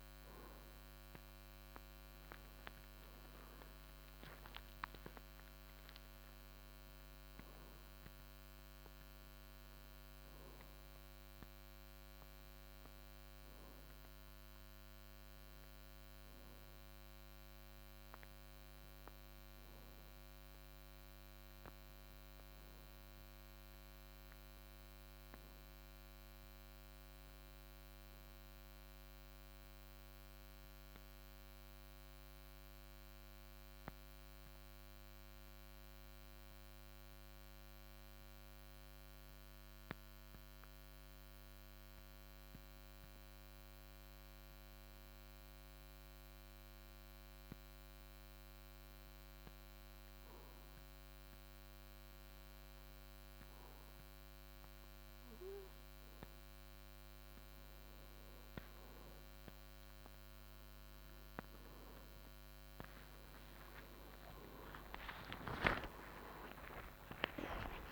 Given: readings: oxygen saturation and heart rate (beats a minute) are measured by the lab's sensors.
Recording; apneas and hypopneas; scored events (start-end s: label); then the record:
breathing in sleep by a microphone on the trachea; 1
0.00-2.00 s: arousal
0.00-19.50 s: oxygen desaturation (device-marked, oxygen 93% lowest, heart rate 55 extreme)
21.50-67.92 s: new sleep stage, N1 (lightest sleep)
27.50-53.50 s: obstructive apnea (oxygen 95% before, 88% lowest, heart rate 56 before, 55 extreme, up 0 after)
62.50-67.92 s: oxygen desaturation (device-marked, oxygen 92% before, 89% lowest, heart rate 55 before, 55 extreme)
62.50-67.92 s: tachycardia (device-marked, heart rate 58 before, 153 extreme)
63.50-67.92 s: arousal
From the record:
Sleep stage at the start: N2 (light sleep); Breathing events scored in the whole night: 161 in 3.5 hours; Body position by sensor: on the right side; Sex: male